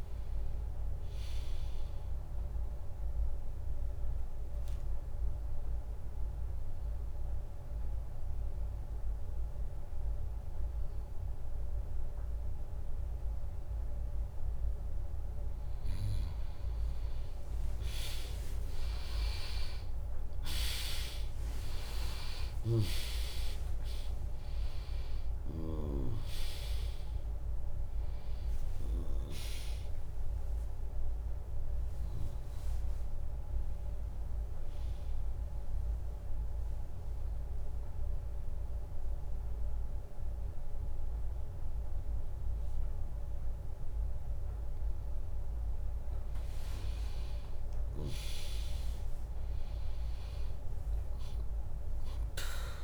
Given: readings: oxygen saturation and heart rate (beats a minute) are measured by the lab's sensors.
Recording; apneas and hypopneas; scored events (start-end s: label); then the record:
breathing in sleep by a room microphone; 2
0.00-7.50 s: drop in pulse transit time (device-marked, heart rate 79 extreme)
3.00-15.00 s: obstructive apnea (oxygen 100% before, 96% lowest, heart rate 87 before, 62 extreme, up 1 after)
17.50-22.50 s: arousal
19.50-38.50 s: oxygen desaturation (device-marked, oxygen 99% before, 96% lowest, heart rate 79 before, 78 extreme)
24.50-38.50 s: drop in pulse transit time (device-marked, heart rate 73 before, 73 extreme)
26.50-32.50 s: tachycardia (device-marked, heart rate 76 before, 109 extreme)
30.00-32.00 s: long interval between heartbeats (device-marked, heart rate 72 before, 109 extreme)
34.50-45.50 s: obstructive apnea (oxygen 99% before, 96% lowest, heart rate 80 before, 63 extreme, up 3 after)
46.50-50.00 s: arousal
From the record:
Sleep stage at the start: N2 (light sleep); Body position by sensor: on the back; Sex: female